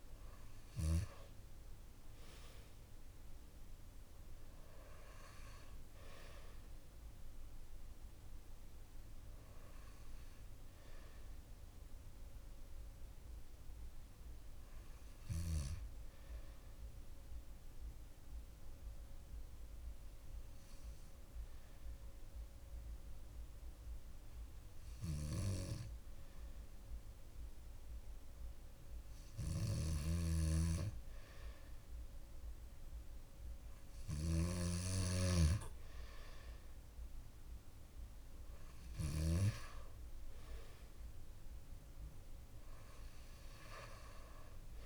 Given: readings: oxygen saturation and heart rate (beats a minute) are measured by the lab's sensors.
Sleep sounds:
breathing in sleep by a room microphone; 1
0.00-10.00 s: oxygen desaturation (device-marked, oxygen 92% lowest, heart rate 52 extreme)
12.50-27.50 s: hypopnea (oxygen 96% before, 92% lowest, heart rate 60 before, 54 extreme, up 4 after)
28.50-38.50 s: snoring (device-marked)
31.50-35.00 s: arousal
From the record:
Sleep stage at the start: N2 (light sleep); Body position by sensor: on the back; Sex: male

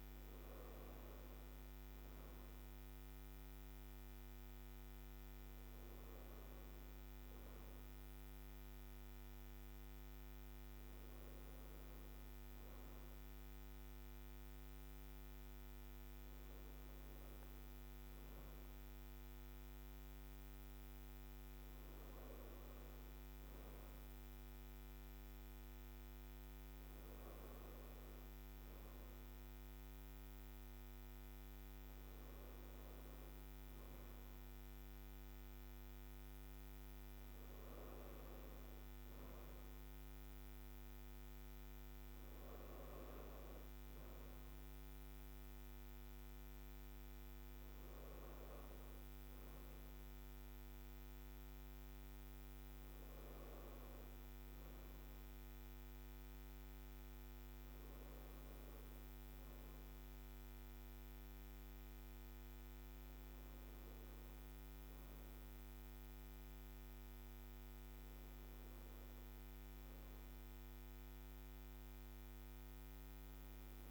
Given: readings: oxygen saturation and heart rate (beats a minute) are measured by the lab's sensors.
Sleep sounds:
breathing in sleep, hard to hear, by a microphone on the trachea; none
none scored
From the record:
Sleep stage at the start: N3 (deep sleep); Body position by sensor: on the right side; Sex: female

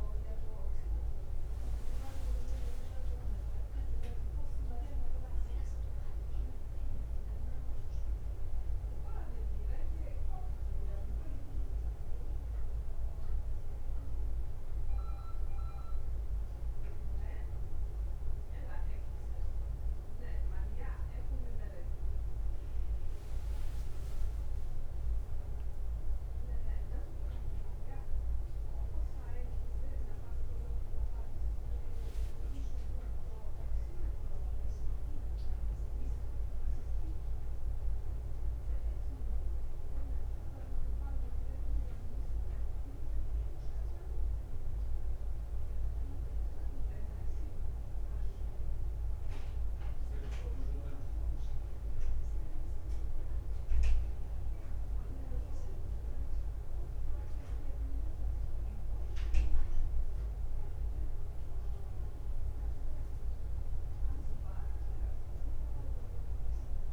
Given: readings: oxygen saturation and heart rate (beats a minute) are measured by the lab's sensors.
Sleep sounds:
breathing in sleep, hard to hear, by a room microphone; 1
0.00-25.50 s: bradycardia (device-marked, heart rate 51 extreme)
8.50-22.50 s: obstructive apnea (oxygen 96% before, 95% lowest, heart rate 56 before, 52 extreme, up 7 after)
27.50-32.00 s: arousal
33.00-35.00 s: long interval between heartbeats (device-marked, heart rate 57 before, 66 extreme)
35.50-66.93 s: bradycardia (device-marked, heart rate 57 before, 52 extreme)
From the record:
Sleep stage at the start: N1 (lightest sleep); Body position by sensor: on the back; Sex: male

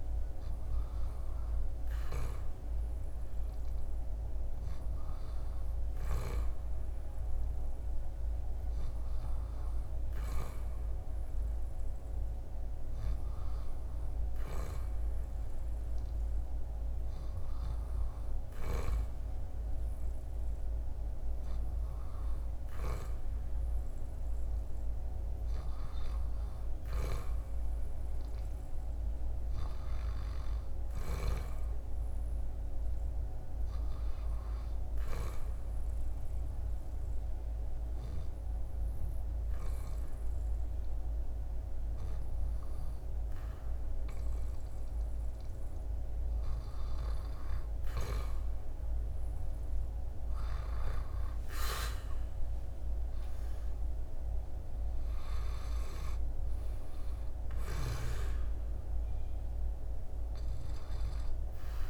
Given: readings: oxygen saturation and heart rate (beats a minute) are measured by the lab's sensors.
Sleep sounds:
breathing in sleep by a room microphone; 1
28.50-32.50 s: arousal
35.50-46.00 s: hypopnea (oxygen 96% before, 95% lowest, heart rate 78 before, 75 extreme, up 6 after)
50.00-54.00 s: arousal
From the record:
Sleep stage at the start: N2 (light sleep); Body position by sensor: on the back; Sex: male

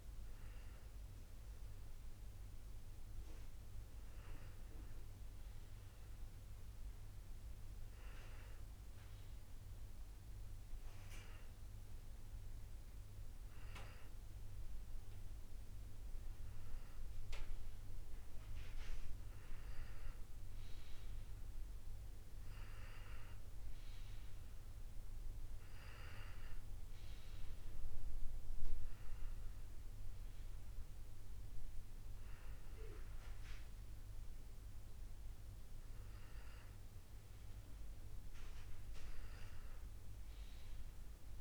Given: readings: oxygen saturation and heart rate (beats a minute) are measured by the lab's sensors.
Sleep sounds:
breathing in sleep by a room microphone; none
none scored
From the record:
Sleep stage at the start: N1 (lightest sleep); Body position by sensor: on the back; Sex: male

